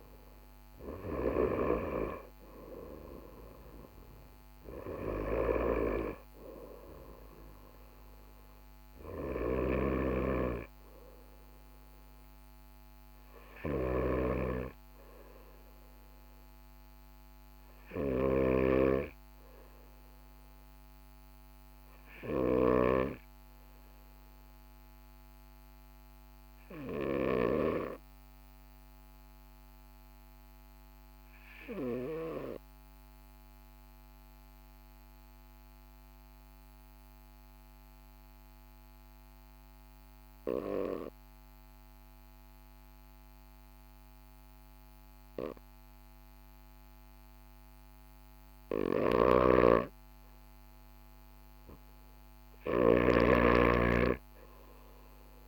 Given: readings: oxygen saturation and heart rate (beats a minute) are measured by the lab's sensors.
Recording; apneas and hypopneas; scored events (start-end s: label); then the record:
breathing in sleep by a microphone on the trachea; 1
9.50-22.50 s: snoring (device-marked)
30.50-50.00 s: obstructive apnea (oxygen 99% before, 95% lowest, heart rate 43 before, 42 extreme, up 1 after)
48.50-55.48 s: snoring (device-marked)
52.00-55.48 s: arousal
From the record:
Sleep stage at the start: N2 (light sleep); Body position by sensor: on the right side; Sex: male